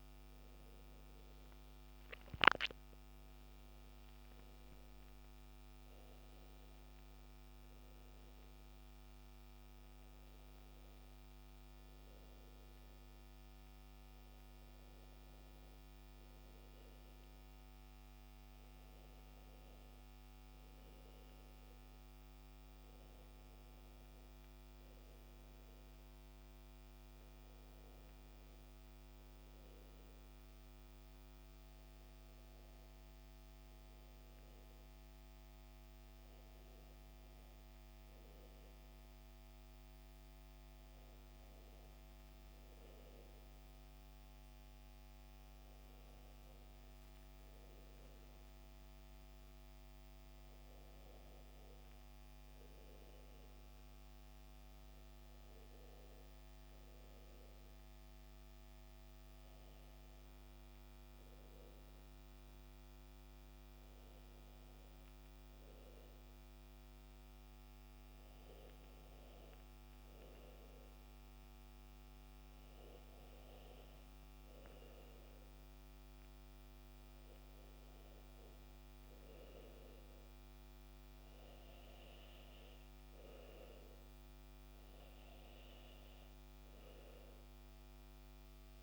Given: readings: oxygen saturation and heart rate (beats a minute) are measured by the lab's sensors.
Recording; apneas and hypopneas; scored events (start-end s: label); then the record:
breathing in sleep, hard to hear, by a microphone on the trachea; none
none scored
From the record:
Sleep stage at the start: N2 (light sleep); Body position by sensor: on the back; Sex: male